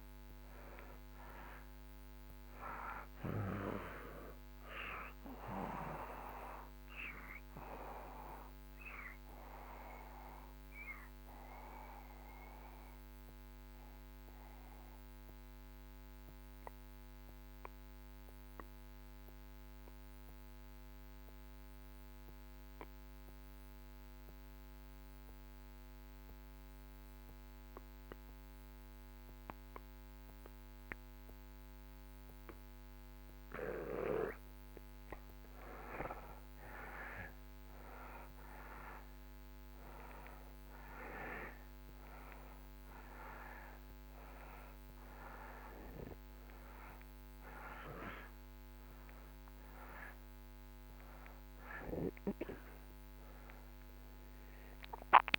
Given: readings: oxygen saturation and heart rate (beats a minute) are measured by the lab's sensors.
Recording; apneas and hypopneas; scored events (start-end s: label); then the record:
breathing in sleep by a microphone on the trachea; 1
2.00-30.00 s: oxygen desaturation (device-marked, oxygen 94% before, 82% lowest)
11.00-33.50 s: obstructive apnea (oxygen 94% before, 75% lowest)
35.50-40.00 s: arousal
40.00-55.39 s: oxygen desaturation (device-marked, oxygen 96% before, 75% lowest)
From the record:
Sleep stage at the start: N2 (light sleep); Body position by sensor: on the back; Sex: male